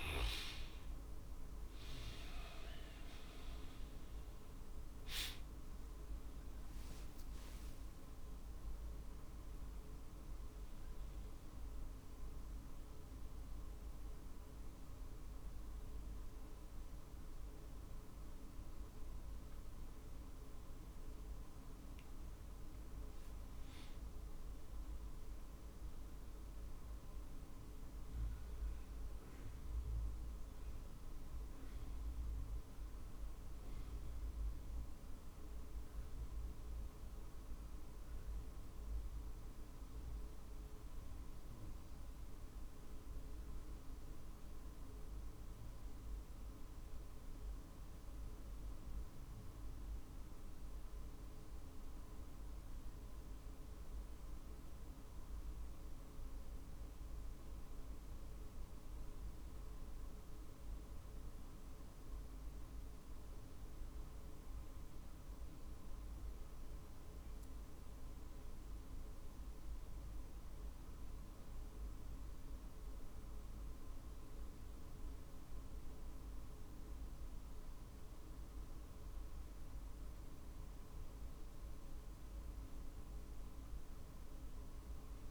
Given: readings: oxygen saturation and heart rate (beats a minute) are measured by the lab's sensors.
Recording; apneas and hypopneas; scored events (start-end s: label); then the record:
a person partly awake in a sleep study, hard to hear, by a room microphone; 1
2.50-13.50 s: drop in pulse transit time (device-marked, heart rate 50 before, 49 extreme)
6.50-8.50 s: long interval between heartbeats (device-marked, heart rate 51 before, 68 extreme)
13.50-85.31 s: new sleep stage, N1 (lightest sleep)
32.00-49.50 s: hypopnea (oxygen 97% before, 93% lowest, heart rate 52 before, 48 extreme, up 1 after)
52.50-56.50 s: arousal
60.50-85.31 s: oxygen desaturation (device-marked, oxygen 96% before, 93% lowest, heart rate 49 before, 48 extreme)
From the record:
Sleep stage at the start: awake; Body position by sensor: on the back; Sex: male